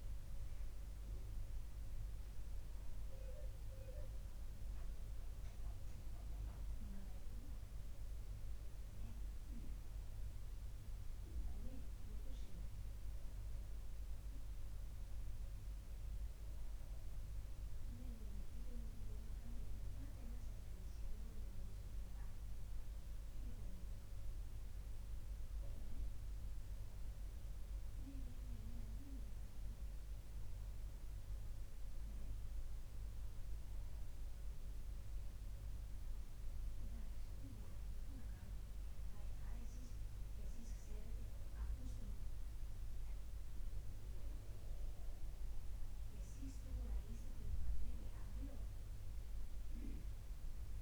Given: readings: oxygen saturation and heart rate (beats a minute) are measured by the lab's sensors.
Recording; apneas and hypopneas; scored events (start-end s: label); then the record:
breathing in sleep by a room microphone; none
none scored
From the record:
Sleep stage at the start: N2 (light sleep); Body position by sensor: on the left side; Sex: male